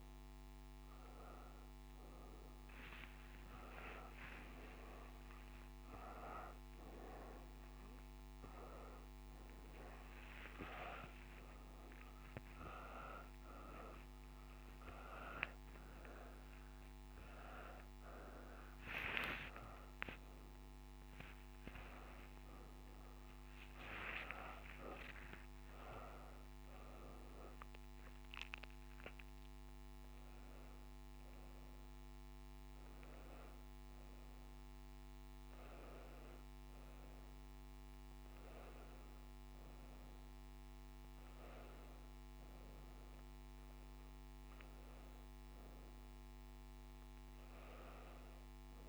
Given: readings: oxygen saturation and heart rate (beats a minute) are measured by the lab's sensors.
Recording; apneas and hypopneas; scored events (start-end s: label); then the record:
a person awake in a sleep study, by a microphone on the trachea; none
7.00-13.00 s: tachycardia (device-marked, heart rate 84 before, 104 extreme)
34.00-48.89 s: new sleep stage, N1 (lightest sleep)
From the record:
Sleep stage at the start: awake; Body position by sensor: on the back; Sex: female